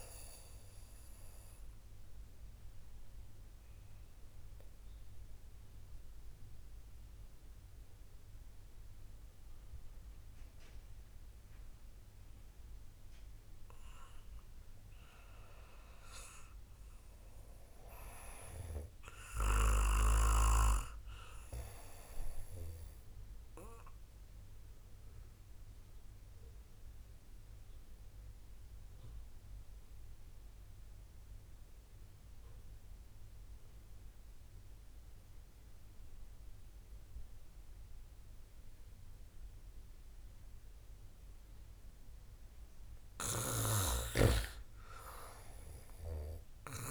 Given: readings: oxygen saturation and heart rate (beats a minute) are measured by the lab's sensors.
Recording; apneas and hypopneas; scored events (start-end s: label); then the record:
breathing in sleep by a room microphone; 2
0.00-7.50 s: oxygen desaturation (device-marked, oxygen 78% lowest, heart rate 60 extreme)
1.00-13.50 s: mixed apnea (oxygen 91% before, 78% lowest, heart rate 74 before, 63 extreme, up 1 after)
15.00-19.50 s: arousal
25.00-42.00 s: obstructive apnea (oxygen 98% before, 88% lowest, heart rate 72 before, 50 extreme, up 11 after)
44.50-46.90 s: arousal
44.50-46.90 s: oxygen desaturation (device-marked, oxygen 96% before, 88% lowest, heart rate 69 before, 50 extreme)
From the record:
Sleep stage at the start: REM sleep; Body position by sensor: on the back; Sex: male